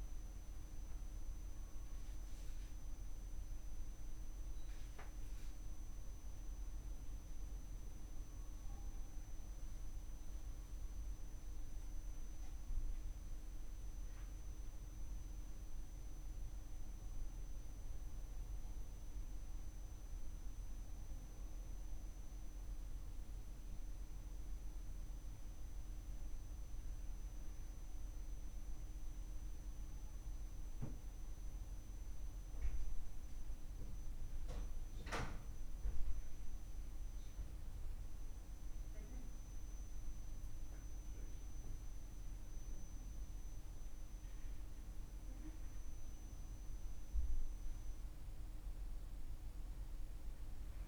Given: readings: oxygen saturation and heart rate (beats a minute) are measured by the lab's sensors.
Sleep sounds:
a person awake in a sleep study, hard to hear, by a room microphone; none
0.00-7.50 s: oxygen desaturation (device-marked, oxygen 96% lowest, heart rate 56 extreme)
From the record:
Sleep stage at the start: awake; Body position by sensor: upright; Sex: male

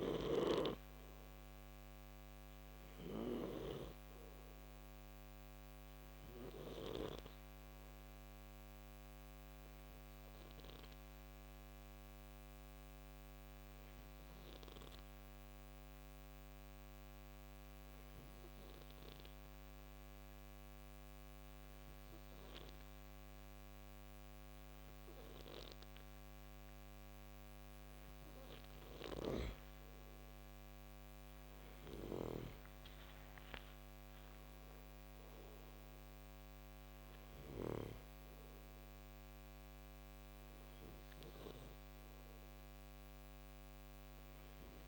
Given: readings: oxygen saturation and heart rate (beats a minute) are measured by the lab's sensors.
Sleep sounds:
breathing in sleep by a microphone on the trachea; 1
0.00-3.00 s: snoring (device-marked)
3.50-19.50 s: oxygen desaturation (device-marked, oxygen 98% before, 92% lowest, heart rate 56 before, 53 extreme)
9.50-26.50 s: hypopnea (oxygen 98% before, 92% lowest, heart rate 57 before, 50 extreme, up 12 after)
30.00-35.00 s: arousal
31.00-37.00 s: snoring (device-marked)
From the record:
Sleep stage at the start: N2 (light sleep); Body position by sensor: on the right side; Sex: male

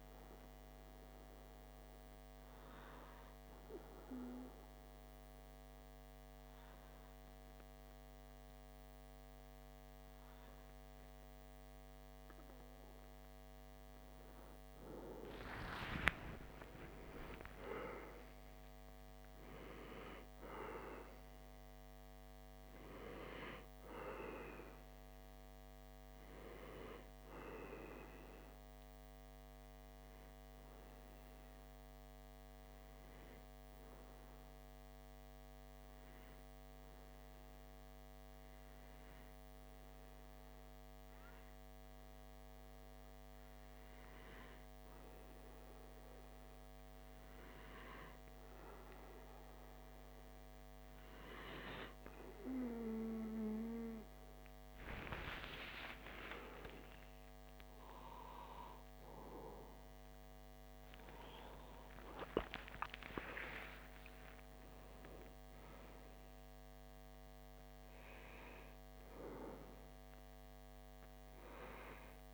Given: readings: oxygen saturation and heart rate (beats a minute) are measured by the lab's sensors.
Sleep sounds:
breathing in sleep by a microphone on the trachea; 2
4.00-15.00 s: hypopnea (oxygen 96% before, 95% lowest, heart rate 61 before, 60 extreme, up 7 after)
16.00-20.50 s: arousal
29.50-44.50 s: hypopnea (oxygen 96% before, 95% lowest, heart rate 61 before, 59 extreme, up 1 after)
54.50-58.50 s: arousal
From the record:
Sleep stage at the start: N2 (light sleep); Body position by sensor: on the back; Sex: male

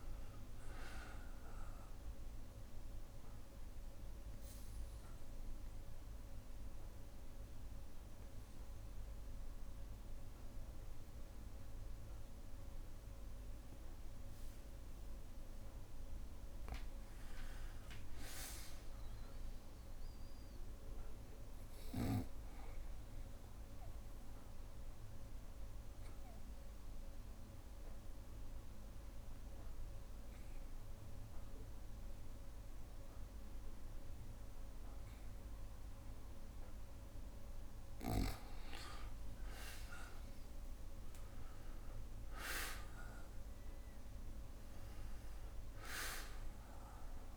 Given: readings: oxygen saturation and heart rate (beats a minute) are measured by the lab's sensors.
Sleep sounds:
breathing in sleep by a room microphone; 2
0.00-15.50 s: oxygen desaturation (device-marked, oxygen 93% lowest, heart rate 61 extreme)
2.00-14.00 s: obstructive apnea (oxygen 98% before, 93% lowest, heart rate 62 before, 61 extreme, up 3 after)
17.00-20.00 s: arousal
23.00-37.50 s: obstructive apnea (oxygen 99% before, 94% lowest, heart rate 62 before, 60 extreme, up 3 after)
40.00-44.00 s: arousal
From the record:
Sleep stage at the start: N2 (light sleep); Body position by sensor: on the back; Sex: male

